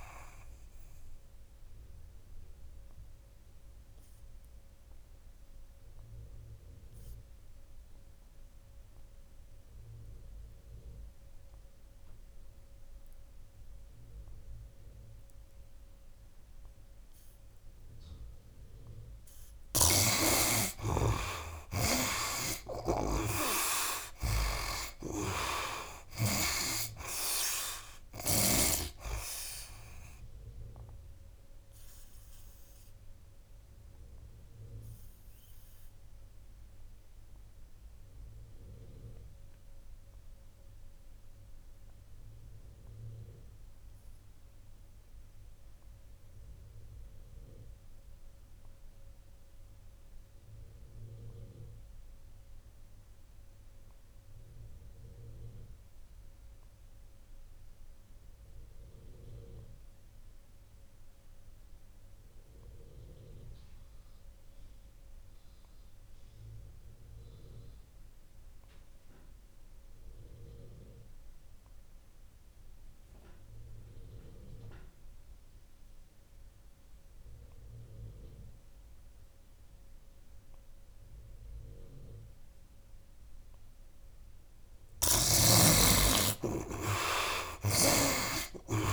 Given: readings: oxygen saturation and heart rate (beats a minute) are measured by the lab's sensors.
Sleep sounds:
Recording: breathing in sleep by a room microphone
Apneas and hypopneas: 2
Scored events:
0.00-11.00 s: oxygen desaturation (device-marked, oxygen 44% lowest, heart rate 65 extreme)
0.50-18.50 s: obstructive apnea (oxygen 63% before, 44% lowest, heart rate 85 before, 73 extreme, up 15 after)
16.00-42.00 s: oxygen desaturation (device-marked, oxygen 94% before, 60% lowest, heart rate 85 before, 63 extreme)
19.50-26.50 s: snoring (device-marked)
20.50-25.50 s: arousal
31.00-84.00 s: obstructive apnea (oxygen 94% before, 49% lowest, heart rate 83 before, 63 extreme, up 21 after)
47.00-88.93 s: oxygen desaturation (device-marked, oxygen 97% before, 49% lowest, heart rate 81 before, 63 extreme)
86.50-88.93 s: arousal
From the record:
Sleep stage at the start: N2 (light sleep)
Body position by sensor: on the right side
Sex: male

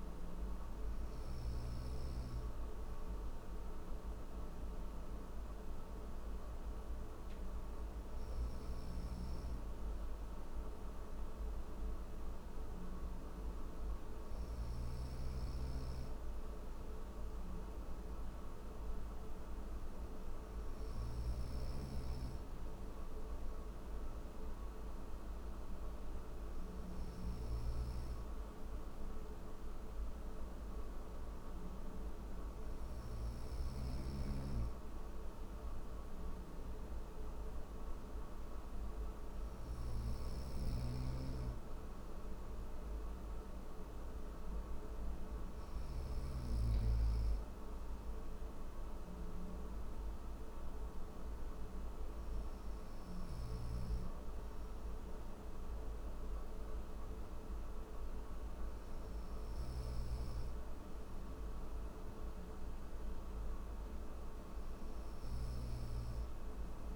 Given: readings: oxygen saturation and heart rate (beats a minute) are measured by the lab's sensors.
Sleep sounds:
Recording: breathing in sleep, hard to hear, by a room microphone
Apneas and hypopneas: none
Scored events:
7.50-14.00 s: snoring (device-marked)
26.50-32.50 s: snoring (device-marked)
28.50-66.96 s: new sleep stage, N1 (lightest sleep)
39.00-45.50 s: snoring (device-marked)
52.50-65.00 s: snoring (device-marked)
From the record:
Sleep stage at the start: N3 (deep sleep)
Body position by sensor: on the right side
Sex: male

